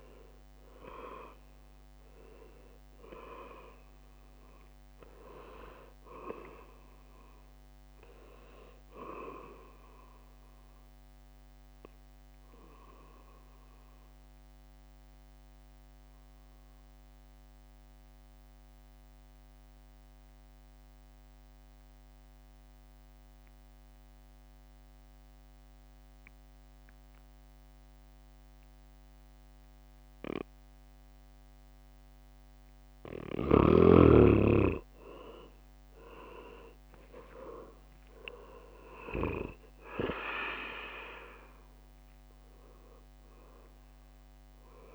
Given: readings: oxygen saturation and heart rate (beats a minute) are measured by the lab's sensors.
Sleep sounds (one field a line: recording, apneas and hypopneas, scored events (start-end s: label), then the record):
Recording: breathing in sleep by a microphone on the trachea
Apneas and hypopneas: 1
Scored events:
0.00-8.00 s: drop in pulse transit time (device-marked, heart rate 67 extreme)
0.00-19.00 s: oxygen desaturation (device-marked, oxygen 90% lowest, heart rate 64 extreme)
12.00-33.50 s: obstructive apnea (oxygen 98% before, 90% lowest, heart rate 70 before, 59 extreme, up 9 after)
34.00-44.95 s: drop in pulse transit time (device-marked, heart rate 65 before, 62 extreme)
35.00-44.95 s: oxygen desaturation (device-marked, oxygen 99% before, 92% lowest, heart rate 66 before, 59 extreme)
35.50-39.50 s: arousal
From the record:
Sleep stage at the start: N2 (light sleep)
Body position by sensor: on the back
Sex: male